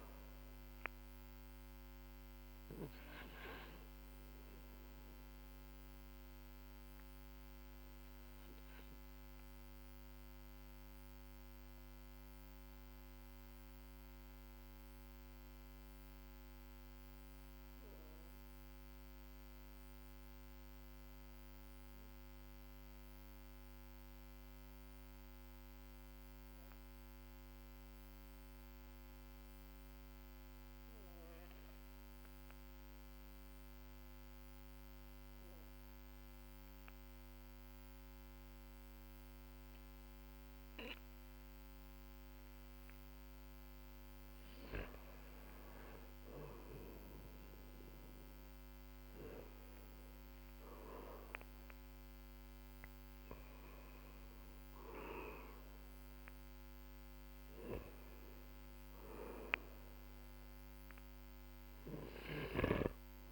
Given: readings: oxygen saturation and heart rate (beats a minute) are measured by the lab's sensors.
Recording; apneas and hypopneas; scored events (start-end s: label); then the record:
breathing in sleep by a microphone on the trachea; 1
2.00-39.50 s: obstructive apnea (oxygen 98% before, 92% lowest, heart rate 51 before, 37 extreme, up 5 after)
43.50-48.50 s: arousal
47.50-63.32 s: oxygen desaturation (device-marked, oxygen 98% before, 92% lowest, heart rate 53 before, 43 extreme)
From the record:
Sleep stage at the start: N2 (light sleep); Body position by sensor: on the back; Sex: male